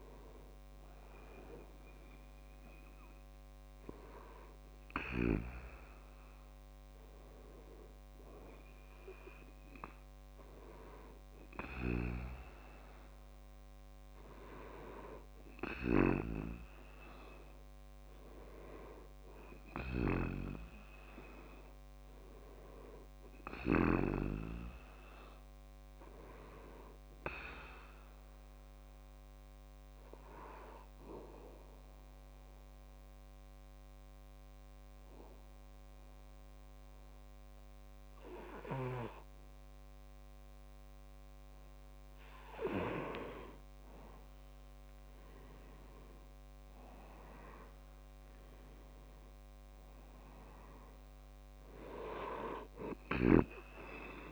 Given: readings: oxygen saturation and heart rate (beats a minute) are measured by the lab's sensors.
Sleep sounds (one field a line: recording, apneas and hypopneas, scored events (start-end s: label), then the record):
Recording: breathing in sleep by a microphone on the trachea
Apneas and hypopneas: 2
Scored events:
0.50-12.00 s: hypopnea (oxygen 98% before, 91% lowest, heart rate 68 before, 64 extreme, up 1 after)
13.00-17.50 s: arousal
28.00-43.00 s: obstructive apnea (oxygen 98% before, 91% lowest, heart rate 66 before, 65 extreme, up 7 after)
44.00-48.50 s: arousal
45.50-54.32 s: oxygen desaturation (device-marked, oxygen 97% before, 91% lowest, heart rate 67 before, 64 extreme)
From the record:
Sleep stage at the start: N2 (light sleep)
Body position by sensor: on the back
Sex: male